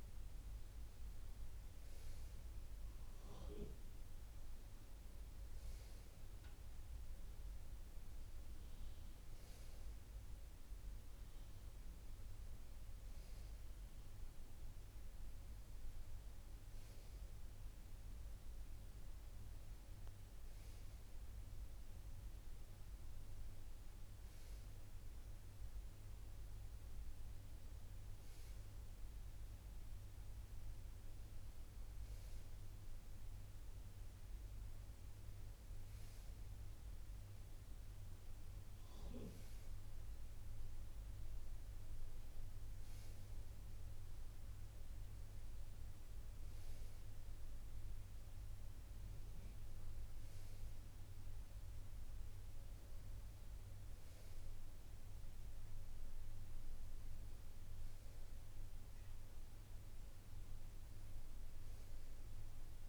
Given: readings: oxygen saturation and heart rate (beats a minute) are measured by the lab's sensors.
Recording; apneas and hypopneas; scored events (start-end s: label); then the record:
breathing in sleep, hard to hear, by a room microphone; none
none scored
From the record:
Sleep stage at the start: N1 (lightest sleep); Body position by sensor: on the right side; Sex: male